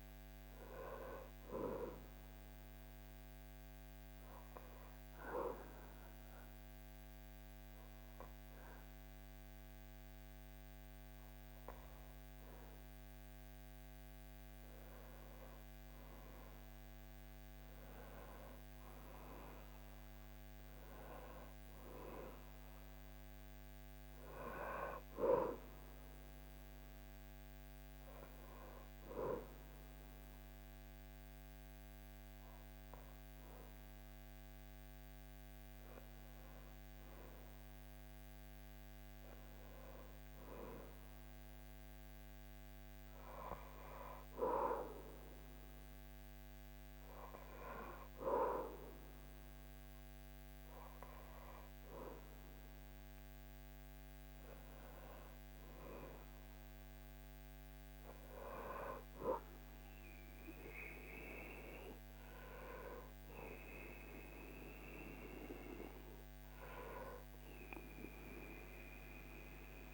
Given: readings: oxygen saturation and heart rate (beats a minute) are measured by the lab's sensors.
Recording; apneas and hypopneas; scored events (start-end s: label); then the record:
breathing in sleep by a microphone on the trachea; 1
4.00-15.00 s: obstructive apnea (oxygen 99% before, 96% lowest, heart rate 68 before, 63 extreme, up 9 after)
18.00-23.00 s: arousal
21.00-69.94 s: new sleep stage, N2 (light sleep)
From the record:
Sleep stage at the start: N1 (lightest sleep); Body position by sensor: on the back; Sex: male